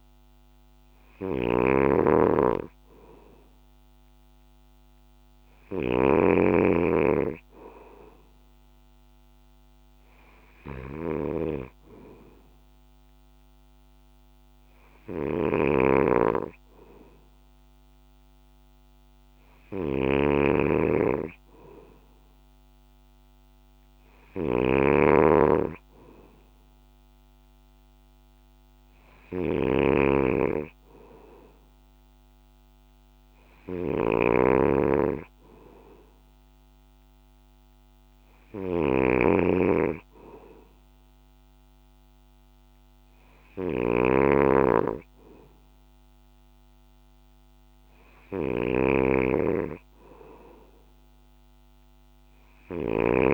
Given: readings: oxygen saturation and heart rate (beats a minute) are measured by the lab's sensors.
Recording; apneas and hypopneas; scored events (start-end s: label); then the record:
breathing in sleep by a microphone on the trachea; none
0.00-53.34 s: snoring (device-marked)
From the record:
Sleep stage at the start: N2 (light sleep); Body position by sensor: on the back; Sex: male